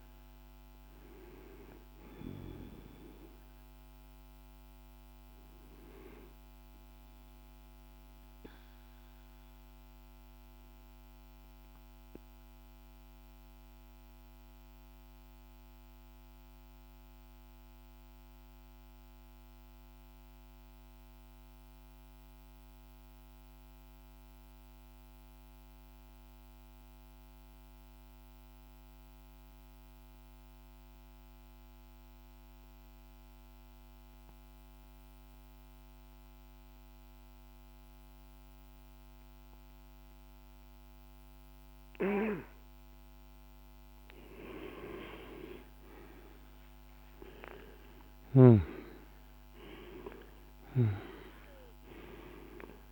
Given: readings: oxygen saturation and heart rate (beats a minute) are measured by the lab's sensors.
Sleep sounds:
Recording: breathing in sleep by a microphone on the trachea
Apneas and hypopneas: 1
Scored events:
0.00-16.50 s: oxygen desaturation (device-marked, oxygen 87% lowest, heart rate 47 extreme)
6.50-43.00 s: mixed apnea (oxygen 97% before, 87% lowest, heart rate 54 before, 47 extreme, up 8 after)
36.50-52.92 s: oxygen desaturation (device-marked, oxygen 98% before, 87% lowest, heart rate 48 before, 48 extreme)
44.00-49.50 s: arousal
49.50-52.92 s: snoring (device-marked)
From the record:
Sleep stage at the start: N2 (light sleep)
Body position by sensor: on the back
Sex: male

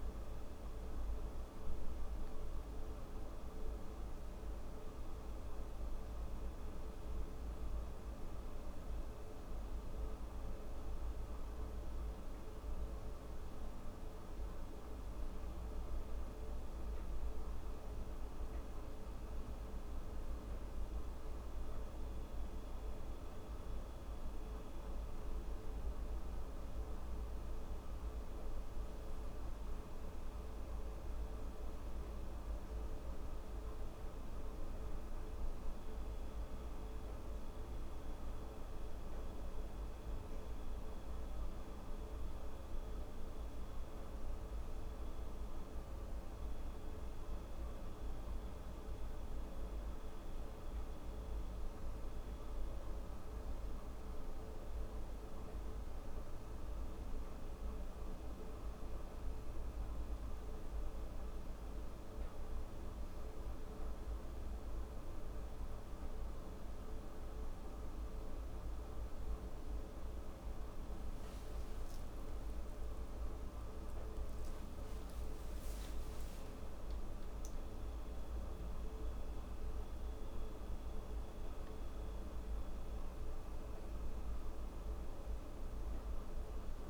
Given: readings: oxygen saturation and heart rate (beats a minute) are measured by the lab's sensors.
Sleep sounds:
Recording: breathing in sleep, hard to hear, by a room microphone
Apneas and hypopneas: none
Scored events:
9.00-10.00 s: oxygen desaturation (device-marked, oxygen 98% before, 96% lowest, heart rate 44 before, 82 extreme)
72.00-77.00 s: arousal
From the record:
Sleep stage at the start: N2 (light sleep)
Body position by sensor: on the left side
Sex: female

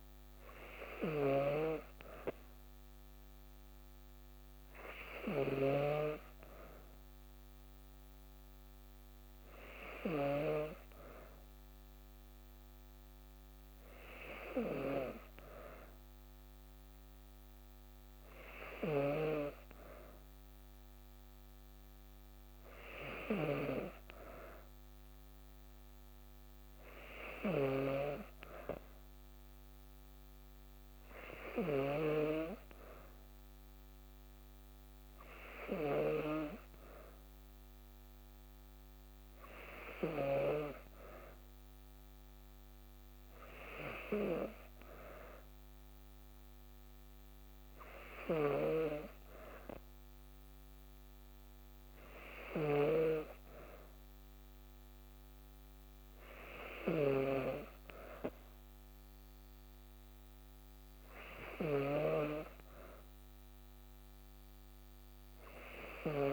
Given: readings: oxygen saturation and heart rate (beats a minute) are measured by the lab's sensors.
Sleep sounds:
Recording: breathing in sleep by a microphone on the trachea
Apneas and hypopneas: none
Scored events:
none scored
From the record:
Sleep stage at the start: N2 (light sleep)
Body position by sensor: on the back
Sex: female

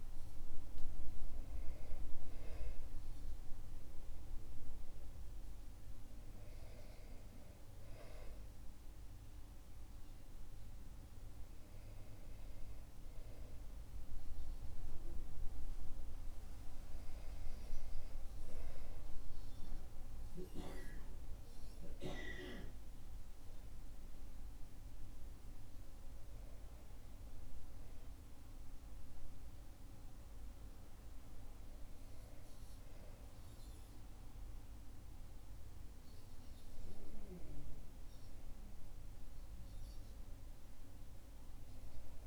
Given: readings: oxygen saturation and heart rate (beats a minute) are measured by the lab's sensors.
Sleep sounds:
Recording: breathing in sleep by a room microphone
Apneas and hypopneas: none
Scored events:
none scored
From the record:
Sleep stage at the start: REM sleep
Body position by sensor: on the back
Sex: male

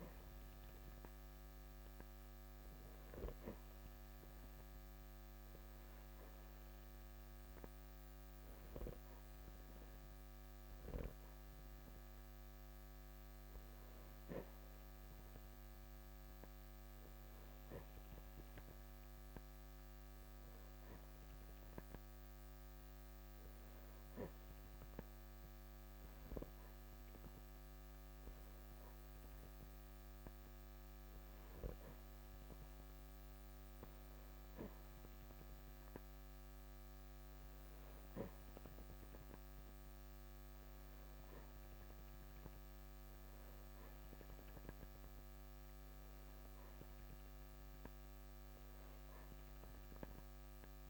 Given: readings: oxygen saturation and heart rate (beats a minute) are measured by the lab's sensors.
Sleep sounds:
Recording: breathing in sleep, hard to hear, by a microphone on the trachea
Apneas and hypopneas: none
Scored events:
none scored
From the record:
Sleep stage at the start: N3 (deep sleep)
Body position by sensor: on the back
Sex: male

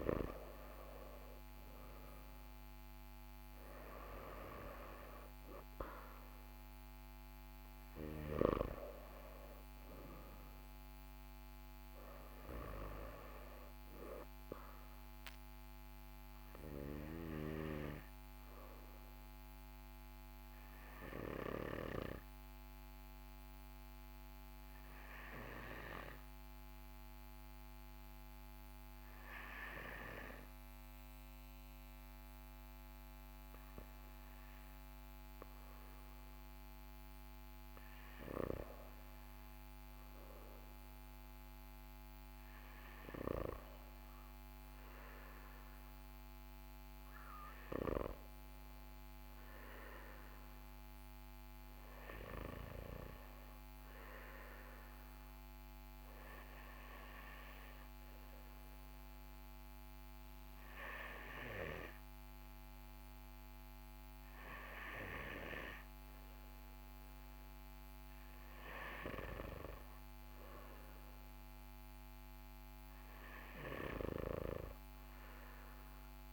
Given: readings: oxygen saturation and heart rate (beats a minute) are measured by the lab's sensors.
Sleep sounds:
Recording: breathing in sleep by a microphone on the trachea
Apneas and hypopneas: 2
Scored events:
0.00-28.50 s: oxygen desaturation (device-marked, oxygen 93% lowest, heart rate 43 extreme)
20.50-34.00 s: obstructive apnea (oxygen 97% before, 95% lowest, heart rate 45 before, 43 extreme, up 1 after)
36.00-40.50 s: arousal
53.00-67.00 s: obstructive apnea (oxygen 98% before, 92% lowest, heart rate 44 before, 43 extreme, up 1 after)
70.00-74.00 s: arousal
From the record:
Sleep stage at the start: REM sleep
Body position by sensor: on the right side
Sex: male

